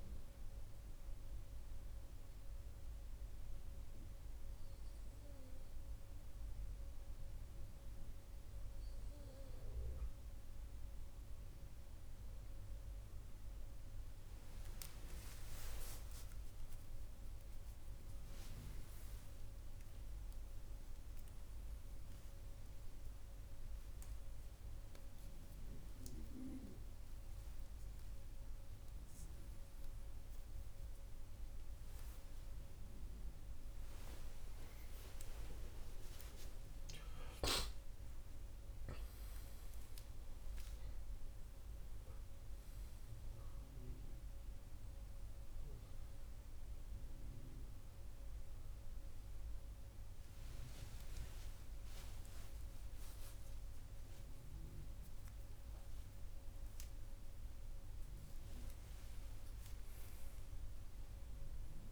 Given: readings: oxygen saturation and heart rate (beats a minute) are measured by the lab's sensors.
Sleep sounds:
a person awake in a sleep study, by a room microphone; 1
2.00-12.00 s: obstructive apnea (oxygen 97% before, 94% lowest, heart rate 72 before, 69 extreme, up 9 after)
14.50-61.92 s: new sleep stage, awake
From the record:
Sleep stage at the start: N2 (light sleep); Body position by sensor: on the right side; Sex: male

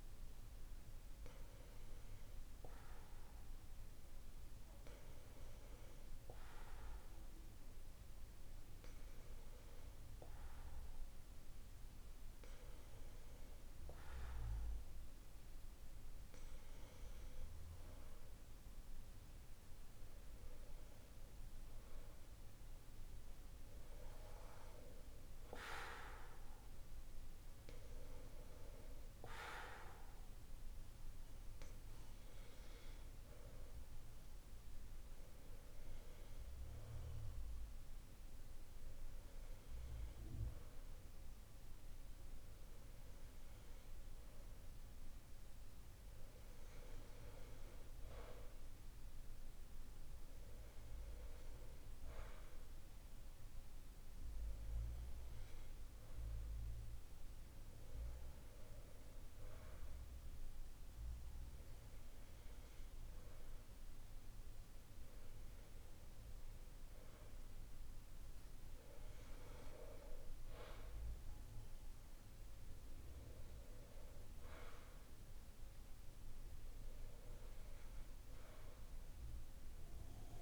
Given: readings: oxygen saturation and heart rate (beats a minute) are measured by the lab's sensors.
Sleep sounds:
breathing in sleep by a room microphone; none
none scored
From the record:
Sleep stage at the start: N2 (light sleep); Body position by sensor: on the back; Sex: male

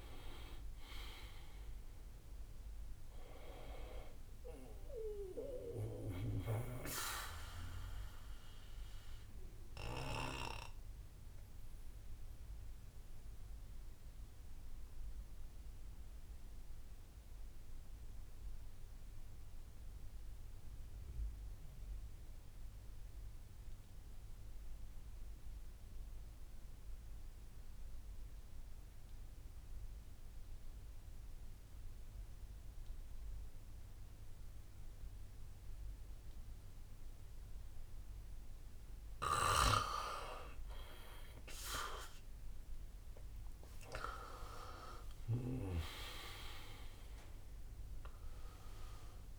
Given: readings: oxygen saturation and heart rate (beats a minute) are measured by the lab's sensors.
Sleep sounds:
breathing in sleep by a room microphone; 1
0.00-9.50 s: drop in pulse transit time (device-marked, heart rate 58 extreme)
0.00-12.50 s: oxygen desaturation (device-marked, oxygen 81% lowest, heart rate 56 extreme)
4.50-26.50 s: bradycardia (device-marked, heart rate 65 before, 56 extreme)
8.50-39.50 s: obstructive apnea (oxygen 97% before, 81% lowest, heart rate 79 before, 57 extreme, up 15 after)
27.50-31.50 s: bradycardia (device-marked, heart rate 65 before, 58 extreme)
33.50-49.39 s: oxygen desaturation (device-marked, oxygen 99% before, 87% lowest, heart rate 58 before, 60 extreme)
43.00-48.00 s: arousal
43.50-49.39 s: drop in pulse transit time (device-marked, heart rate 60 before, 63 extreme)
From the record:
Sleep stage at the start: N2 (light sleep); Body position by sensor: on the back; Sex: male

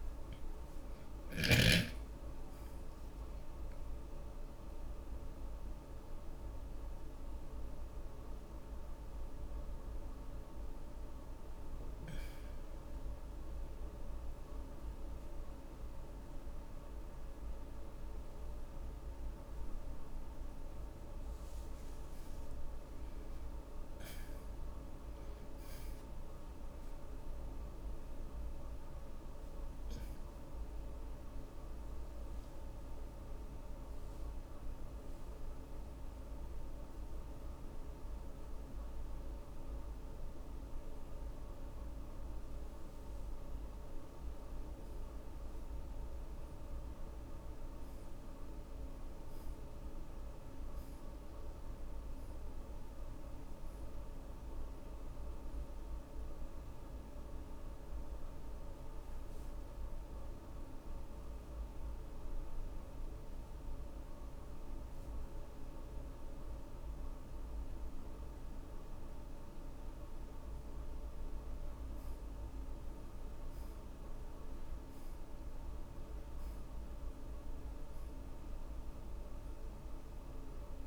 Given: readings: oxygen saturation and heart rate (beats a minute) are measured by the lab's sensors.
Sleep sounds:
breathing in sleep, hard to hear, by a room microphone; 3
0.00-2.00 s: arousal
0.00-2.00 s: snoring (device-marked)
5.00-20.00 s: obstructive apnea (oxygen 94% before, 76% lowest)
6.00-21.00 s: oxygen desaturation (device-marked, oxygen 93% before, 80% lowest)
22.00-26.50 s: arousal
30.00-42.50 s: obstructive apnea (oxygen 96% before, 76% lowest)
39.00-46.00 s: oxygen desaturation (device-marked, oxygen 94% before, 81% lowest)
45.50-50.00 s: arousal
55.50-69.00 s: hypopnea (oxygen 96% before, 76% lowest)
56.00-70.00 s: oxygen desaturation (device-marked, oxygen 92% before, 76% lowest)
71.00-74.50 s: arousal
75.00-80.87 s: oxygen desaturation (device-marked, oxygen 85% before, 76% lowest)
From the record:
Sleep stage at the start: N2 (light sleep); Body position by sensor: on the back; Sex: male

